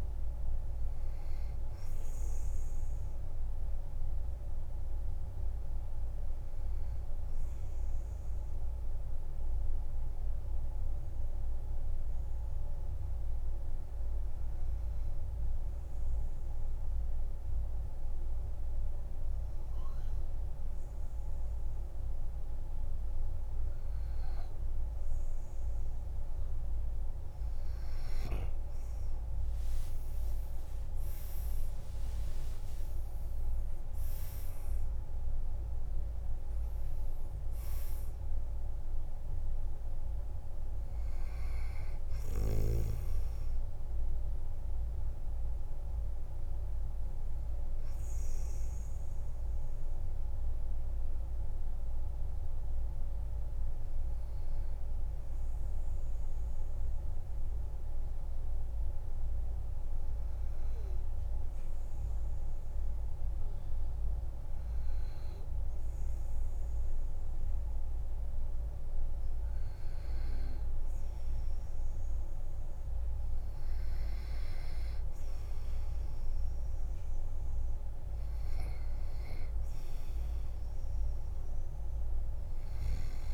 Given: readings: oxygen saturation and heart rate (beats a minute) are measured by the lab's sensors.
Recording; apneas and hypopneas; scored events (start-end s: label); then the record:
breathing in sleep, hard to hear, by a room microphone; 2
0.00-18.00 s: oxygen desaturation (device-marked, oxygen 93% lowest, heart rate 45 extreme)
3.00-25.50 s: obstructive apnea (oxygen 99% before, 93% lowest, heart rate 56 before, 45 extreme, up 17 after)
29.00-32.00 s: arousal
30.00-61.00 s: oxygen desaturation (device-marked, oxygen 99% before, 93% lowest, heart rate 47 before, 46 extreme)
49.00-70.00 s: obstructive apnea (oxygen 99% before, 93% lowest, heart rate 55 before, 46 extreme, up 3 after)
74.50-78.00 s: arousal
76.00-83.34 s: oxygen desaturation (device-marked, oxygen 98% before, 93% lowest, heart rate 48 before, 47 extreme)
From the record:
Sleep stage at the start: N2 (light sleep); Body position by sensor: on the back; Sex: male